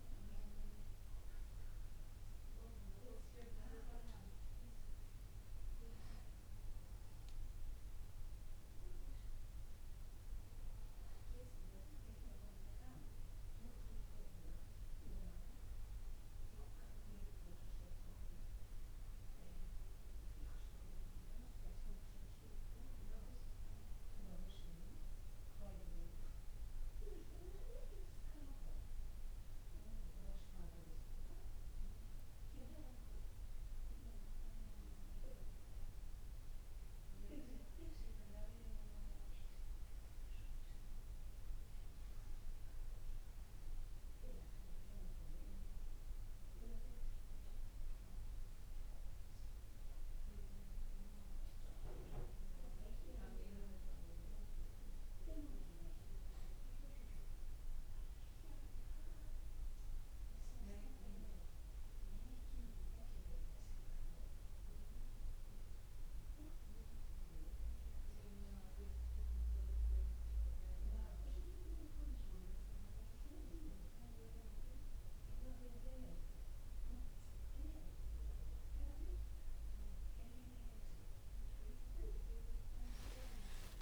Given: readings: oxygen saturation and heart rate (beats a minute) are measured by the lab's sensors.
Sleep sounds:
a person partly awake in a sleep study, by a room microphone; none
7.00-37.00 s: new sleep stage, N1 (lightest sleep)
37.00-67.00 s: new sleep stage, N2 (light sleep)
67.00-83.82 s: new sleep stage, N1 (lightest sleep)
82.50-83.82 s: arousal
From the record:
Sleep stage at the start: awake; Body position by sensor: on the back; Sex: male

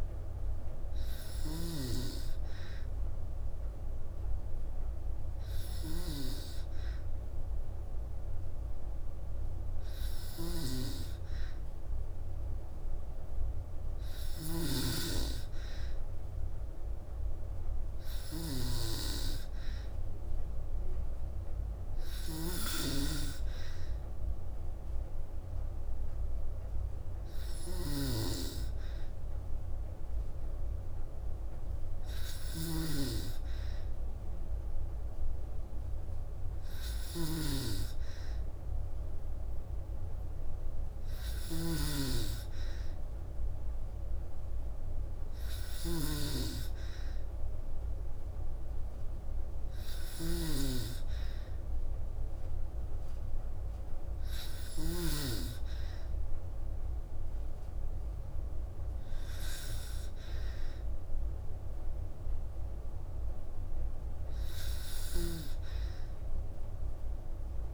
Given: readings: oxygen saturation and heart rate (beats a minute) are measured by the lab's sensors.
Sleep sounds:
breathing in sleep by a room microphone; none
0.00-54.50 s: snoring (device-marked)
From the record:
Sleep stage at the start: N2 (light sleep); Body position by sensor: on the back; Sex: female

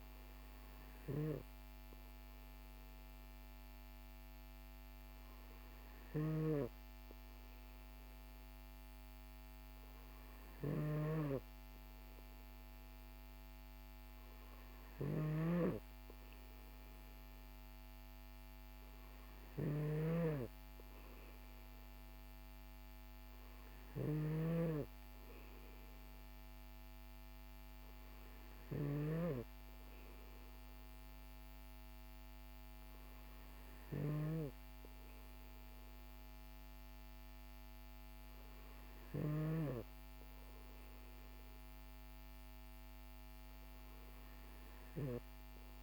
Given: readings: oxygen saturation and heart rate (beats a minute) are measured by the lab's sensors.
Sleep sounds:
breathing in sleep by a microphone on the trachea; none
none scored
From the record:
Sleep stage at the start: N2 (light sleep); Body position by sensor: on the back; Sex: male

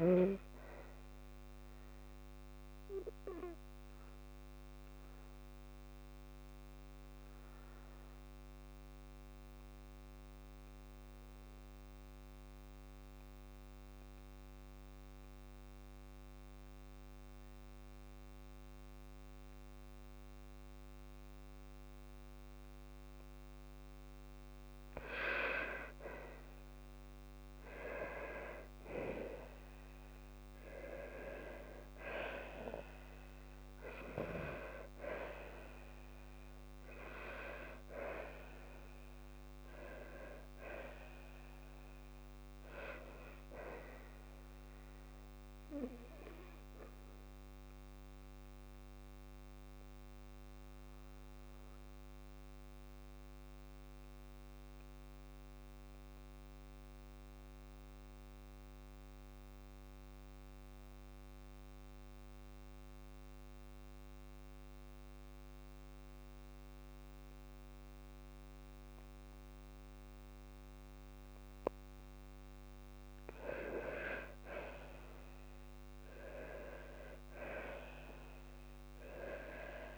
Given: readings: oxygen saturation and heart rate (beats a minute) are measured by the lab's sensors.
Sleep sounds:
breathing in sleep by a microphone on the trachea; 2
3.00-23.50 s: obstructive apnea (oxygen 98% before, 94% lowest, heart rate 65 before, 52 extreme, up 5 after)
14.00-31.00 s: oxygen desaturation (device-marked, oxygen 98% before, 94% lowest, heart rate 63 before, 53 extreme)
31.00-36.00 s: arousal
47.00-70.50 s: obstructive apnea (oxygen 97% before, 92% lowest, heart rate 58 before, 51 extreme, up 4 after)
66.00-75.00 s: oxygen desaturation (device-marked, oxygen 98% before, 94% lowest, heart rate 54 before, 53 extreme)
76.50-79.98 s: arousal
From the record:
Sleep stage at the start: N2 (light sleep); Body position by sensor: on the left side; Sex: female

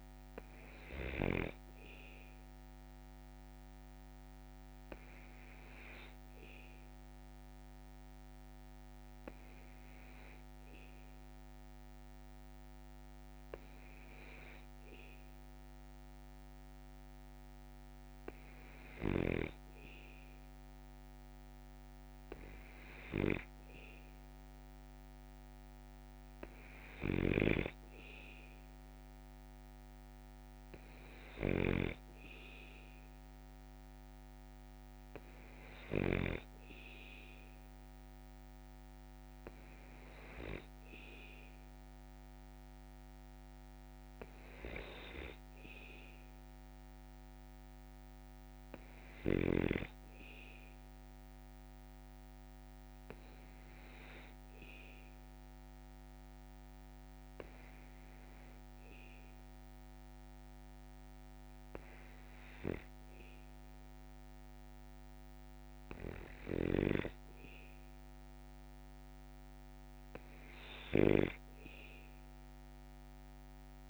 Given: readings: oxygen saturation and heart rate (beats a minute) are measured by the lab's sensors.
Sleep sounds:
breathing in sleep by a microphone on the trachea; 1
49.50-66.50 s: obstructive apnea (oxygen 97% before, 96% lowest, heart rate 54 before, 52 extreme, up 2 after)
69.50-73.50 s: arousal
From the record:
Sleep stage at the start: N2 (light sleep); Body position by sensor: on the back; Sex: male

